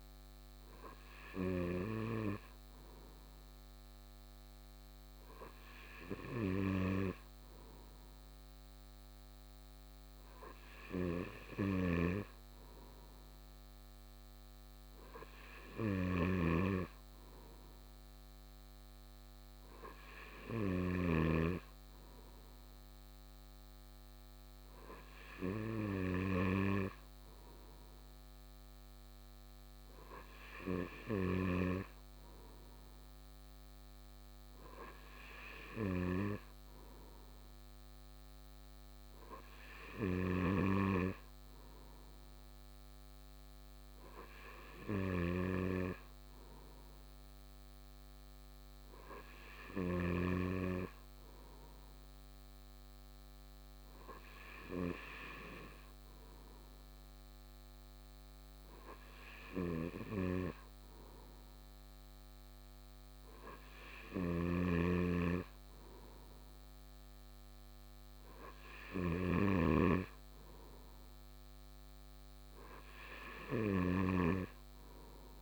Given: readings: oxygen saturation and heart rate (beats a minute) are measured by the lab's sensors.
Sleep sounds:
breathing in sleep by a microphone on the trachea; none
none scored
From the record:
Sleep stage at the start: N2 (light sleep); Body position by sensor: on the right side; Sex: male

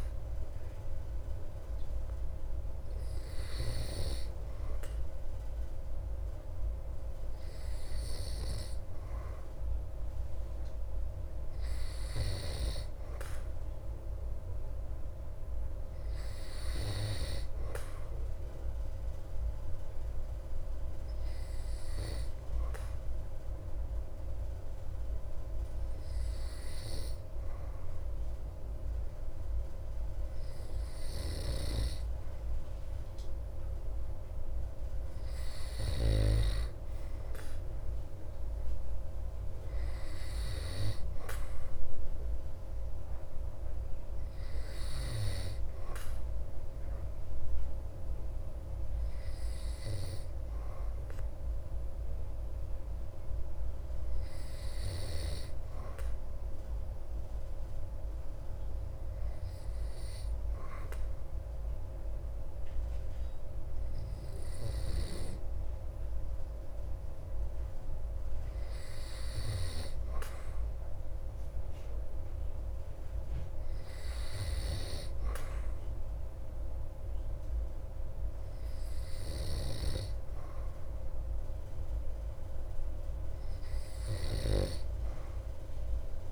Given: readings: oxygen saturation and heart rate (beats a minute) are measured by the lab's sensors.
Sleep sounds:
breathing in sleep by a room microphone; none
none scored
From the record:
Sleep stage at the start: N2 (light sleep); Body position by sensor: on the back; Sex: male

